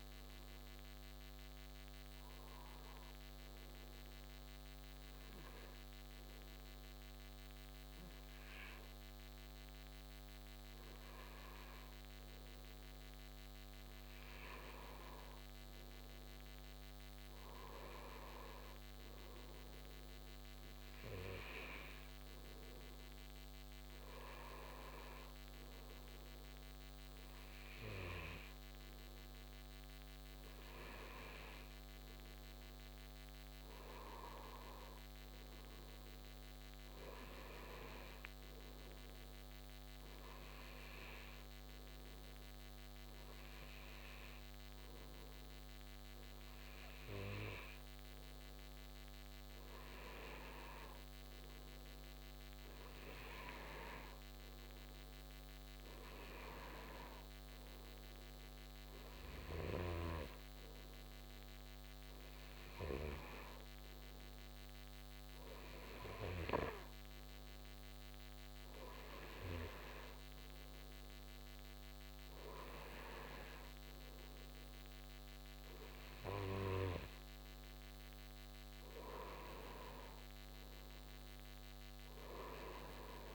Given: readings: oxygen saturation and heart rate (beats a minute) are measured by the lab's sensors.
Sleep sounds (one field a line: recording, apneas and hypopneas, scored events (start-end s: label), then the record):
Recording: breathing in sleep by a microphone on the trachea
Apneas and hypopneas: 2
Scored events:
4.00-15.00 s: hypopnea (oxygen 94% before, 89% lowest, heart rate 72 before, 67 extreme, up 6 after)
16.50-21.00 s: arousal
17.50-32.50 s: oxygen desaturation (device-marked, oxygen 93% before, 90% lowest, heart rate 69 before, 73 extreme)
28.50-83.35 s: new sleep stage, N2 (light sleep)
40.00-51.50 s: hypopnea (oxygen 93% before, 89% lowest, heart rate 74 before, 72 extreme, up 3 after)
53.50-59.00 s: arousal
56.50-61.50 s: oxygen desaturation (device-marked, oxygen 92% before, 89% lowest, heart rate 75 before, 70 extreme)
From the record:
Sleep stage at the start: N1 (lightest sleep)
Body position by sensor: on the right side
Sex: male